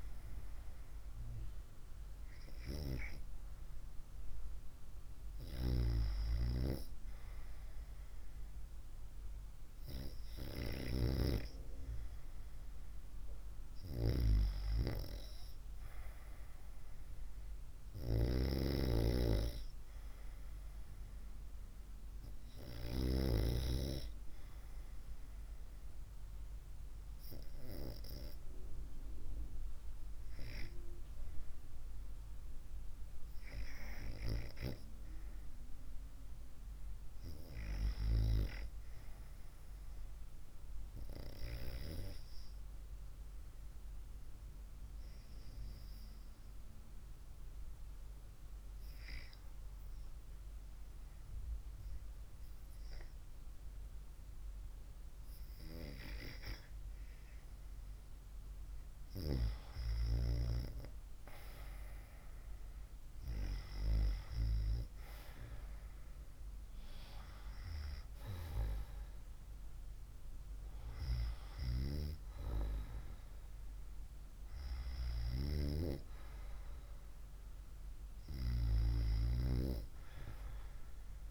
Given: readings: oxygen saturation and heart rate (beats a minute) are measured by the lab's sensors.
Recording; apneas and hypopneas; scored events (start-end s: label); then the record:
breathing in sleep by a room microphone; 1
45.00-55.50 s: hypopnea (oxygen 96% before, 92% lowest, heart rate 64 before, 61 extreme, up 2 after)
58.50-62.50 s: arousal
From the record:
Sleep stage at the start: REM sleep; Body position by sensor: on the right side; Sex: female